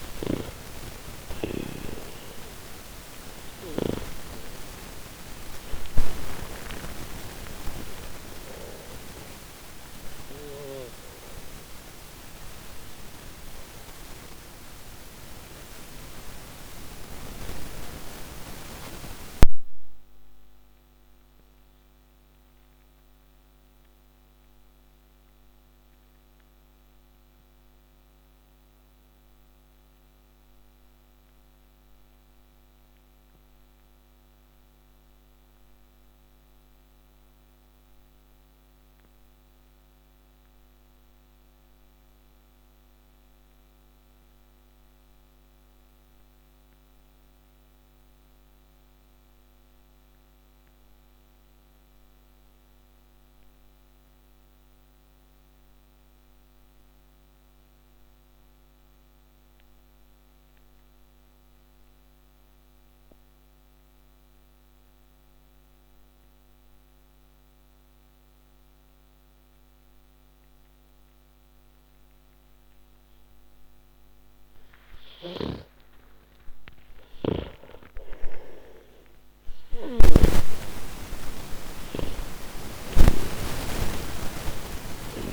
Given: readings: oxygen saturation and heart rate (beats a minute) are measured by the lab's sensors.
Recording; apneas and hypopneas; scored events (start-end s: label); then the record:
breathing in sleep by a microphone on the trachea; 1
0.00-3.50 s: snoring (device-marked)
0.00-4.00 s: arousal
0.00-48.00 s: oxygen desaturation (device-marked, oxygen 77% lowest)
10.00-74.00 s: mixed apnea (oxygen 98% before, 77% lowest)
68.00-85.33 s: oxygen desaturation (device-marked, oxygen 98% before, 77% lowest)
74.50-85.00 s: snoring (device-marked)
76.00-81.50 s: arousal
From the record:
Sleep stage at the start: N2 (light sleep); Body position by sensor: on the back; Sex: male